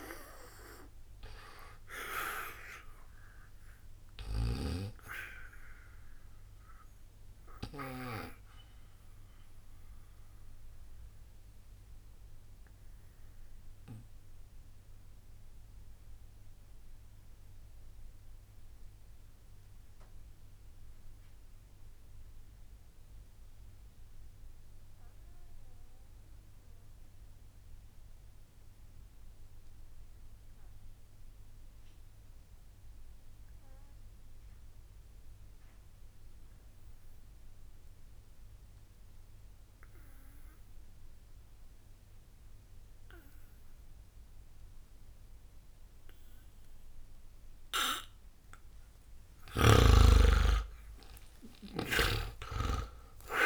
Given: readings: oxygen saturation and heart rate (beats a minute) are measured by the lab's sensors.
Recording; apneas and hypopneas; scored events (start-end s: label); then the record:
breathing in sleep by a room microphone; 1
0.00-28.50 s: oxygen desaturation (device-marked, oxygen 77% lowest, heart rate 60 extreme)
7.50-49.00 s: mixed apnea (oxygen 93% before, 77% lowest, heart rate 62 before, 60 extreme, up 60 after)
46.50-53.46 s: oxygen desaturation (device-marked, oxygen 99% before, 77% lowest, heart rate 60 before, 60 extreme)
51.00-53.46 s: arousal
From the record:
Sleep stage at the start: N2 (light sleep); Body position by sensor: on the back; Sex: male